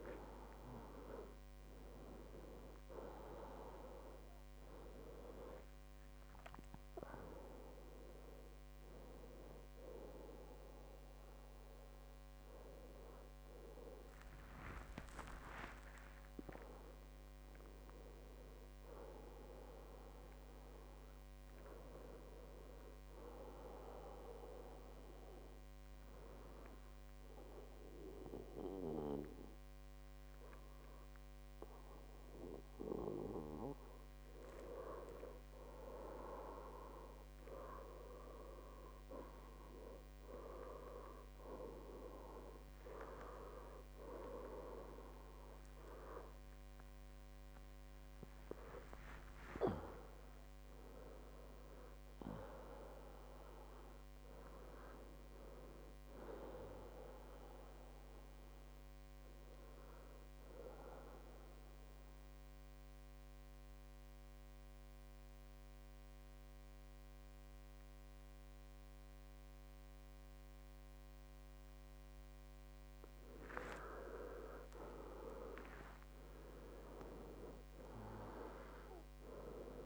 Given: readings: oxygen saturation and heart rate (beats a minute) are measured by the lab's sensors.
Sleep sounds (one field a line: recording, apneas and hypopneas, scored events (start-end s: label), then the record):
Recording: breathing in sleep by a microphone on the trachea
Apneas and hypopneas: 2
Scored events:
0.00-25.50 s: oxygen desaturation (device-marked, oxygen 93% lowest, heart rate 61 extreme)
15.00-20.00 s: arousal
24.00-35.00 s: obstructive apnea (oxygen 97% before, 93% lowest, heart rate 77 before, 61 extreme, up 18 after)
45.00-49.00 s: arousal
60.50-73.50 s: obstructive apnea (oxygen 99% before, 94% lowest, heart rate 79 before, 61 extreme, up 16 after)
75.00-79.50 s: arousal
78.50-79.86 s: oxygen desaturation (device-marked, oxygen 97% before, 94% lowest, heart rate 67 before, 61 extreme)
From the record:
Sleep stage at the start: N2 (light sleep)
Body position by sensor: on the back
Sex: male